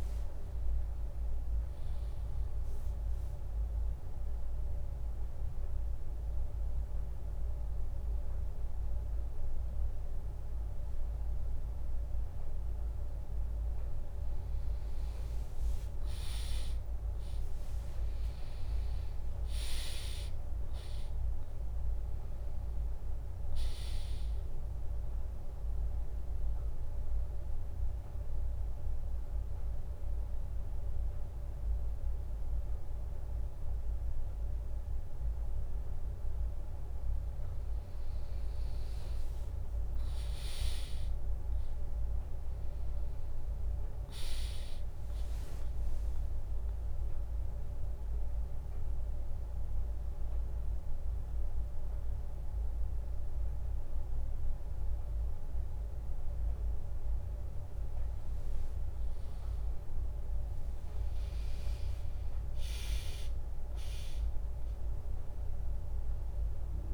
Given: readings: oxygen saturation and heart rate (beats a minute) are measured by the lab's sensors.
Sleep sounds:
breathing in sleep, hard to hear, by a room microphone; 2
2.50-14.00 s: central apnea (oxygen 99% before, 96% lowest, heart rate 79 before, 66 extreme, up 0 after)
15.50-19.50 s: arousal
38.00-41.00 s: arousal
46.50-57.50 s: central apnea (oxygen 99% before, 95% lowest, heart rate 74 before, 71 extreme, up 1 after)
60.50-65.00 s: arousal
From the record:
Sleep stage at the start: N2 (light sleep); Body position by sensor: on the back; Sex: female

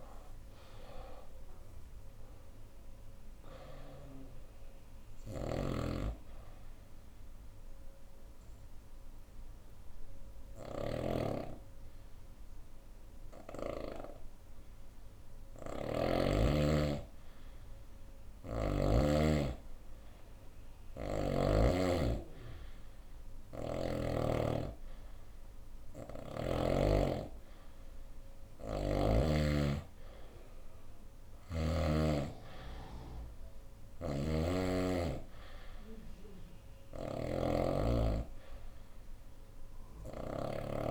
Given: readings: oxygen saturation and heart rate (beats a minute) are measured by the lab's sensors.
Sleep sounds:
breathing in sleep by a room microphone; 1
0.00-1.50 s: arousal
4.50-13.50 s: snoring (device-marked)
5.00-16.00 s: obstructive apnea (oxygen 96% before, 92% lowest, heart rate 71 before, 65 extreme, up 5 after)
19.00-23.50 s: arousal
33.00-40.91 s: snoring (device-marked)
From the record:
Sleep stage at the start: N2 (light sleep); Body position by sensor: on the right side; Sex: female

